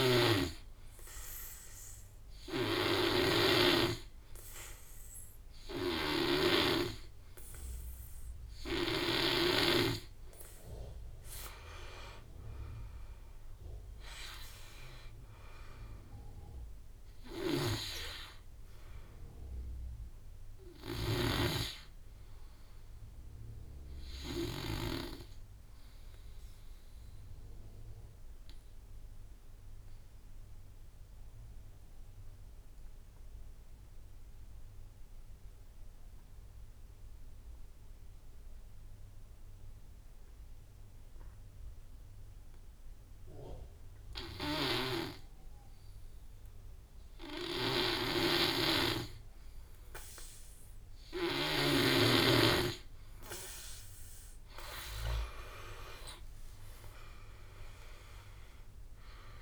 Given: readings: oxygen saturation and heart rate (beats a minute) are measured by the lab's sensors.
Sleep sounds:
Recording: breathing in sleep by a room microphone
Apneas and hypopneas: 1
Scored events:
0.00-6.00 s: snoring (device-marked)
0.00-18.00 s: oxygen desaturation (device-marked, oxygen 87% lowest, heart rate 48 extreme)
11.00-30.00 s: drop in pulse transit time (device-marked, heart rate 55 before, 50 extreme)
26.00-48.50 s: obstructive apnea (oxygen 94% before, 83% lowest, heart rate 64 before, 45 extreme, up 13 after)
44.00-59.42 s: oxygen desaturation (device-marked, oxygen 99% before, 83% lowest, heart rate 52 before, 44 extreme)
47.00-51.50 s: snoring (device-marked)
54.50-58.50 s: arousal
55.00-59.42 s: drop in pulse transit time (device-marked, heart rate 54 before, 48 extreme)
From the record:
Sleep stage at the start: N2 (light sleep)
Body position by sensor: on the back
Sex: male

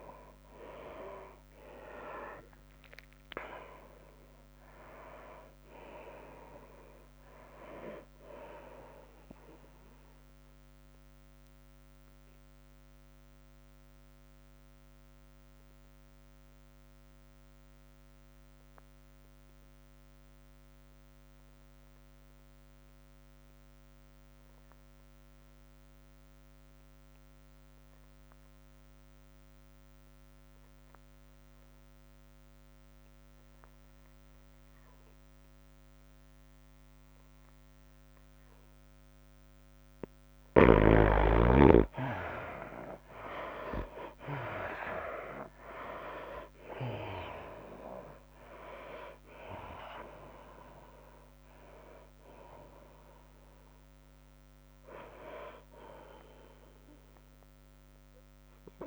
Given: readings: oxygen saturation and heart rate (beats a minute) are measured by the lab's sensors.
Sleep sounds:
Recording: breathing in sleep by a microphone on the trachea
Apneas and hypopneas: 1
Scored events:
0.00-1.00 s: tachycardia (device-marked, heart rate 100 extreme)
0.00-3.00 s: arousal
0.00-16.00 s: oxygen desaturation (device-marked, oxygen 86% lowest, heart rate 85 extreme)
2.00-13.00 s: drop in pulse transit time (device-marked, heart rate 101 before, 93 extreme)
3.50-5.50 s: long interval between heartbeats (device-marked, heart rate 101 before, 93 extreme)
10.50-40.00 s: obstructive apnea (oxygen 97% before, 76% lowest, heart rate 98 before, 85 extreme, up 11 after)
19.00-21.00 s: long interval between heartbeats (device-marked, heart rate 97 before, 85 extreme)
24.00-58.87 s: oxygen desaturation (device-marked, oxygen 96% before, 76% lowest, heart rate 94 before, 87 extreme)
41.00-58.87 s: drop in pulse transit time (device-marked, heart rate 89 before, 90 extreme)
42.50-46.00 s: arousal
45.00-58.87 s: tachycardia (device-marked, heart rate 97 before, 105 extreme)
From the record:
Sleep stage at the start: N2 (light sleep)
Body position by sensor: on the right side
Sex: female

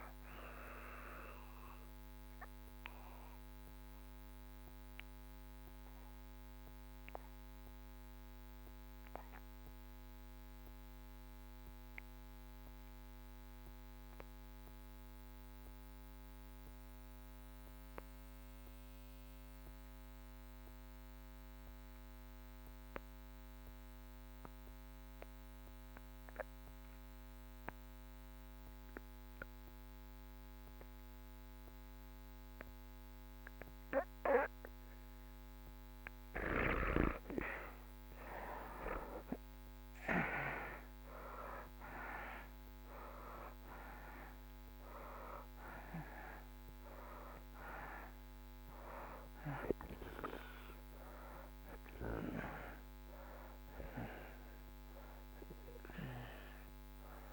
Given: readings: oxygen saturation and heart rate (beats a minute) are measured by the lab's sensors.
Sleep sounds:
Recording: breathing in sleep by a microphone on the trachea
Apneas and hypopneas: 1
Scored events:
0.00-16.50 s: oxygen desaturation (device-marked, oxygen 79% lowest)
1.50-36.50 s: mixed apnea (oxygen 90% before, 66% lowest)
25.50-57.33 s: oxygen desaturation (device-marked, oxygen 95% before, 66% lowest)
39.00-43.00 s: arousal
From the record:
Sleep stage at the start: REM sleep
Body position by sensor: on the back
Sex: male

